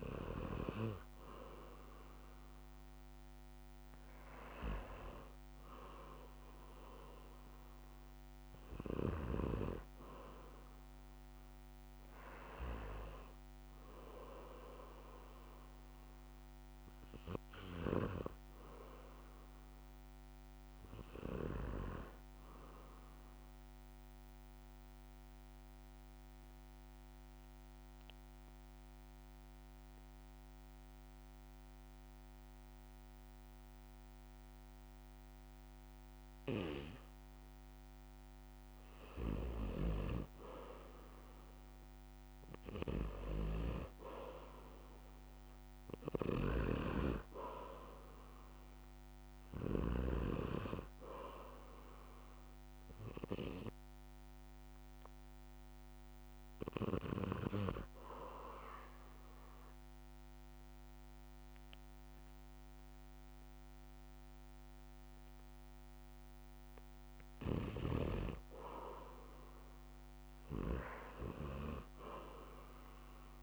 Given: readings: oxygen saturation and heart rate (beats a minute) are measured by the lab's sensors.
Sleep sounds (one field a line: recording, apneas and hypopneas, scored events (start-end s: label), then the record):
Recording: breathing in sleep by a microphone on the trachea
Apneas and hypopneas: 2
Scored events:
0.00-4.00 s: oxygen desaturation (device-marked, oxygen 87% lowest, heart rate 62 extreme)
23.50-38.50 s: obstructive apnea (oxygen 98% before, 90% lowest, heart rate 64 before, 64 extreme, up 3 after)
41.50-45.00 s: arousal
42.00-73.43 s: new sleep stage, N2 (light sleep)
46.00-62.00 s: oxygen desaturation (device-marked, oxygen 97% before, 90% lowest, heart rate 65 before, 60 extreme)
53.00-66.00 s: hypopnea (oxygen 98% before, 83% lowest, heart rate 66 before, 58 extreme, up 2 after)
68.50-72.50 s: arousal
From the record:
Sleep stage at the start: REM sleep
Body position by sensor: on the back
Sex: male